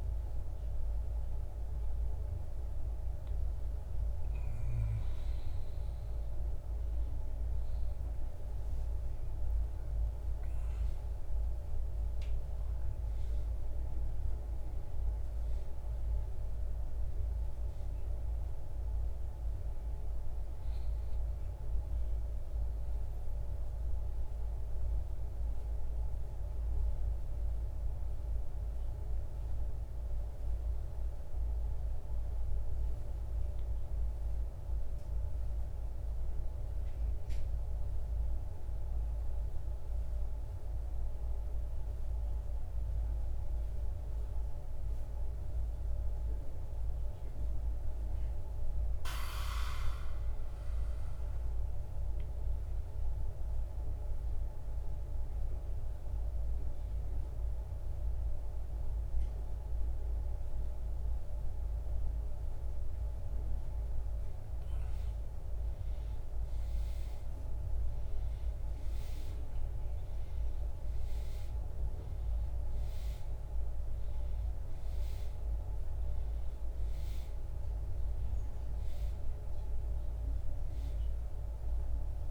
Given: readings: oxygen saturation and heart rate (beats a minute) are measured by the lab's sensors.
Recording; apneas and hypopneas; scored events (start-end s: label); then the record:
breathing in sleep, hard to hear, by a room microphone; 1
0.00-15.50 s: oxygen desaturation (device-marked, oxygen 85% lowest, heart rate 64 extreme)
34.50-51.00 s: obstructive apnea (oxygen 98% before, 91% lowest, heart rate 72 before, 58 extreme, up 7 after)
52.50-57.00 s: arousal
From the record:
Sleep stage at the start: N2 (light sleep); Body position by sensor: on the back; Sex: male